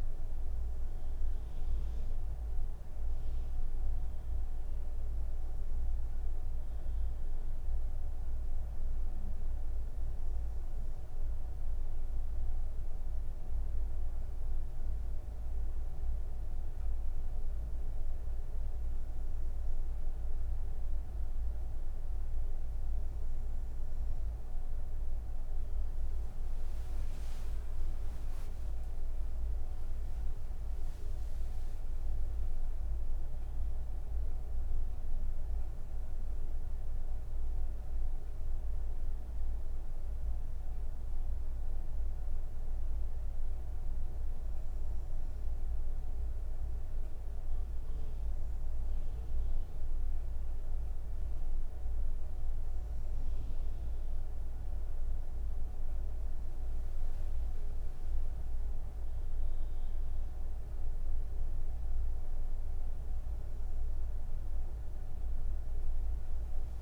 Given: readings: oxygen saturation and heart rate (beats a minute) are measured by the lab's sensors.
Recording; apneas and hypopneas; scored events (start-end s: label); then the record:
breathing in sleep, hard to hear, by a room microphone; 2
12.50-25.50 s: obstructive apnea (oxygen 100% before, 93% lowest)
13.50-30.50 s: oxygen desaturation (device-marked, oxygen 97% before, 93% lowest)
41.50-56.50 s: obstructive apnea (oxygen 98% before, 94% lowest, heart rate 36 before, 30 extreme, up 29 after)
From the record:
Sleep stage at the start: N1 (lightest sleep); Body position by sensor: on the back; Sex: female